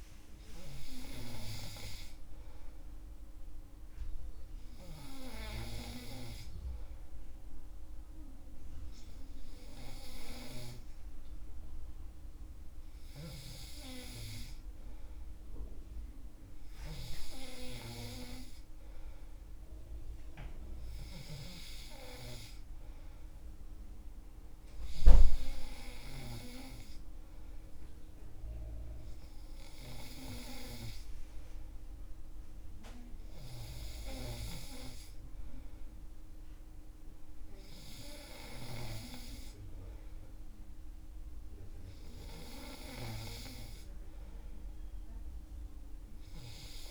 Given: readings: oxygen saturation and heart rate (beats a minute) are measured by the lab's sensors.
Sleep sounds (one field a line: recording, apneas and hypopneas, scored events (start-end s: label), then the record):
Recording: breathing in sleep by a room microphone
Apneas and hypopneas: none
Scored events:
none scored
From the record:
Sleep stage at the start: N3 (deep sleep)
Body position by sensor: on the back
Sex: male